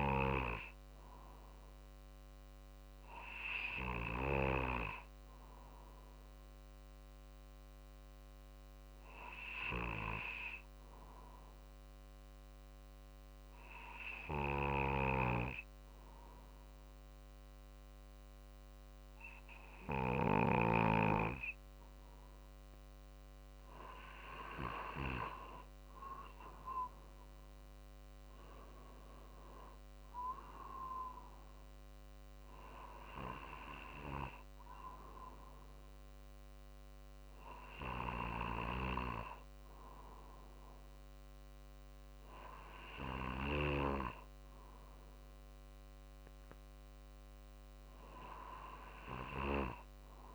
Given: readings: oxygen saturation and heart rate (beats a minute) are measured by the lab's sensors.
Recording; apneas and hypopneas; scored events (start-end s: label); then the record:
breathing in sleep by a microphone on the trachea; 1
0.50-3.50 s: arousal
10.50-23.00 s: obstructive apnea (oxygen 96% before, 93% lowest, heart rate 50 before, 49 extreme, up 4 after)
25.00-28.50 s: arousal
29.00-42.00 s: drop in pulse transit time (device-marked, heart rate 50 before, 51 extreme)
From the record:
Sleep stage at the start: N2 (light sleep); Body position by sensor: on the right side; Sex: male